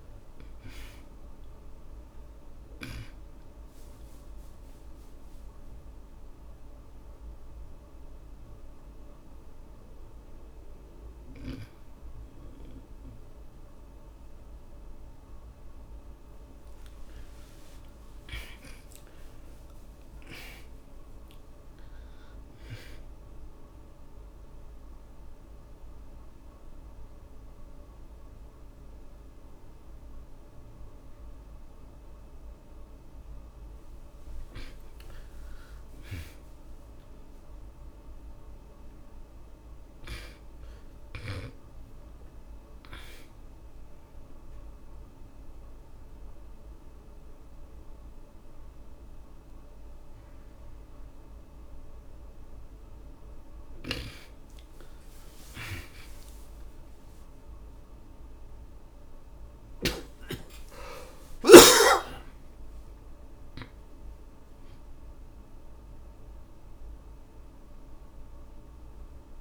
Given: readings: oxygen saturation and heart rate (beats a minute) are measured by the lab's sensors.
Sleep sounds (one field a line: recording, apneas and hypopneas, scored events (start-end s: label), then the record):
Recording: breathing in sleep by a room microphone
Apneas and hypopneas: 3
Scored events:
0.00-16.50 s: oxygen desaturation (device-marked, oxygen 80% lowest, heart rate 54 extreme)
4.00-16.00 s: obstructive apnea (oxygen 98% before, 77% lowest, heart rate 93 before, 54 extreme, up 15 after)
17.00-21.00 s: arousal
24.50-35.00 s: obstructive apnea (oxygen 97% before, 77% lowest, heart rate 65 before, 57 extreme, up 51 after)
26.50-41.50 s: oxygen desaturation (device-marked, oxygen 97% before, 77% lowest, heart rate 65 before, 57 extreme)
36.50-41.00 s: arousal
45.00-55.00 s: mixed apnea (oxygen 97% before, 81% lowest, heart rate 76 before, 56 extreme, up 22 after)
53.50-63.50 s: oxygen desaturation (device-marked, oxygen 94% before, 86% lowest, heart rate 75 before, 54 extreme)
56.00-61.00 s: arousal
65.50-69.41 s: oxygen desaturation (device-marked, oxygen 94% before, 88% lowest, heart rate 65 before, 54 extreme)
From the record:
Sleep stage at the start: N2 (light sleep)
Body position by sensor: on the back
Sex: male